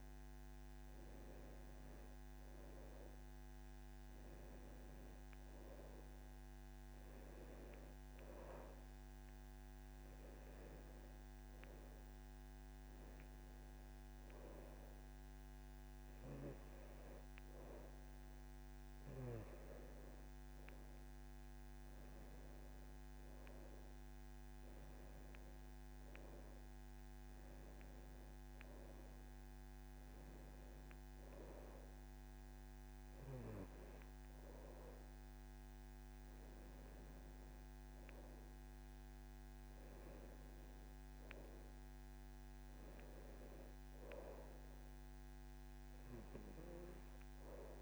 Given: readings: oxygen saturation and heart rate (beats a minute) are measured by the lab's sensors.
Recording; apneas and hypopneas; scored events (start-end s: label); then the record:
breathing in sleep by a microphone on the trachea; none
none scored
From the record:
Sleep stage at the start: N2 (light sleep); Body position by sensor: on the back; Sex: male